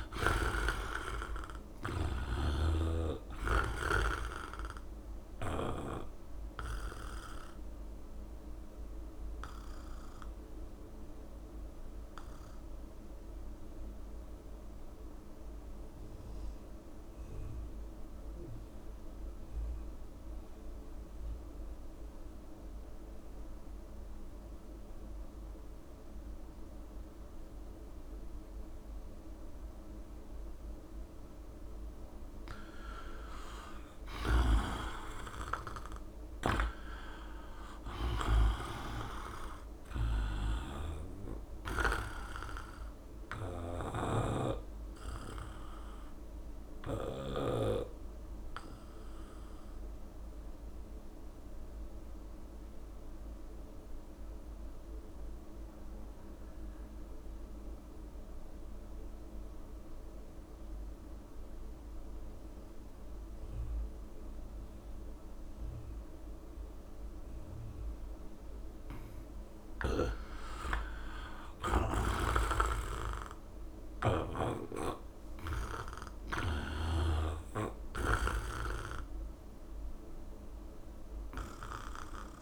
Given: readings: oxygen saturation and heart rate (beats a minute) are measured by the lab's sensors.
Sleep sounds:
breathing in sleep by a room microphone; 2
0.00-6.00 s: snoring (device-marked)
0.00-16.00 s: oxygen desaturation (device-marked, oxygen 75% lowest, heart rate 66 extreme)
6.00-32.00 s: mixed apnea (oxygen 98% before, 75% lowest, heart rate 76 before, 66 extreme, up 7 after)
33.00-56.00 s: oxygen desaturation (device-marked, oxygen 98% before, 82% lowest, heart rate 69 before, 68 extreme)
34.00-37.50 s: arousal
40.50-44.00 s: snoring (device-marked)
46.50-68.50 s: obstructive apnea (oxygen 99% before, 79% lowest, heart rate 73 before, 68 extreme, up 7 after)
67.00-82.42 s: oxygen desaturation (device-marked, oxygen 98% before, 83% lowest, heart rate 74 before, 67 extreme)
70.50-73.50 s: arousal
From the record:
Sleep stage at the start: N2 (light sleep); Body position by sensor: on the back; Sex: male

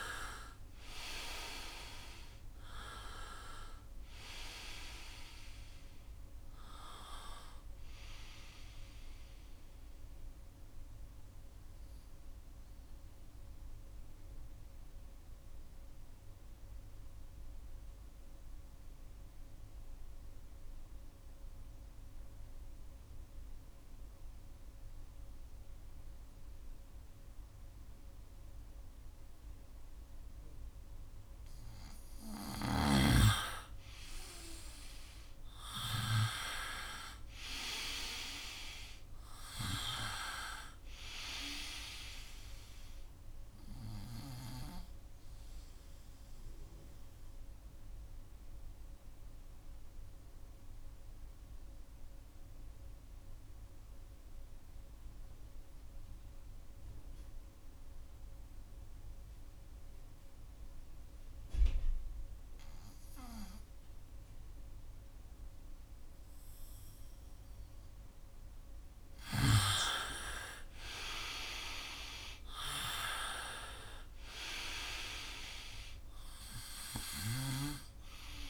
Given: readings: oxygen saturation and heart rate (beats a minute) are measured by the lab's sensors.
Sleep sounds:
breathing in sleep by a room microphone; 2
0.00-1.50 s: arousal
2.00-28.00 s: oxygen desaturation (device-marked, oxygen 96% before, 87% lowest, heart rate 68 before, 58 extreme)
9.50-30.50 s: mixed apnea (oxygen 97% before, 85% lowest, heart rate 71 before, 58 extreme, up 2 after)
30.00-57.00 s: oxygen desaturation (device-marked, oxygen 99% before, 86% lowest, heart rate 67 before, 58 extreme)
33.00-37.00 s: arousal
35.00-38.00 s: bradycardia (device-marked, heart rate 68 before, 68 extreme)
36.50-38.50 s: long interval between heartbeats (device-marked, heart rate 68 before, 69 extreme)
44.00-68.00 s: obstructive apnea (oxygen 99% before, 85% lowest, heart rate 66 before, 63 extreme, up 3 after)
69.50-74.00 s: arousal
73.00-78.49 s: oxygen desaturation (device-marked, oxygen 97% before, 85% lowest, heart rate 67 before, 64 extreme)
From the record:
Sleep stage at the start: N2 (light sleep); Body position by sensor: on the right side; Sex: male

